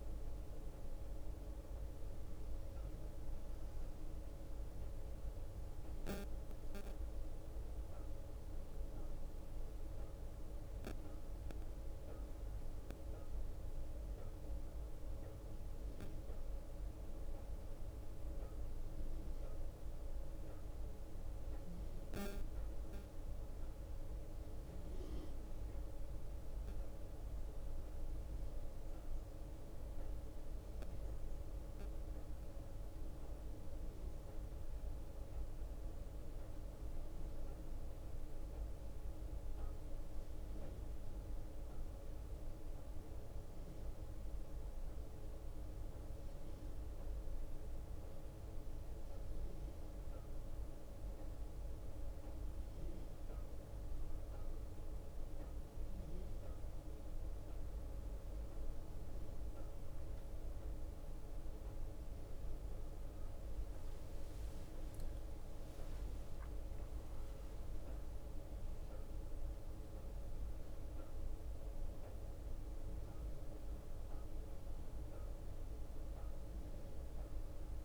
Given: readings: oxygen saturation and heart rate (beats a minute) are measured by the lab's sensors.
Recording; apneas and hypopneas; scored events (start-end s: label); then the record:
breathing in sleep, hard to hear, by a room microphone; 1
43.00-59.00 s: hypopnea (oxygen 92% before, 89% lowest, heart rate 61 before, 59 extreme, up 1 after)
63.00-68.50 s: arousal
From the record:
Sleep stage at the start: N1 (lightest sleep); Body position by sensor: on the right side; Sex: male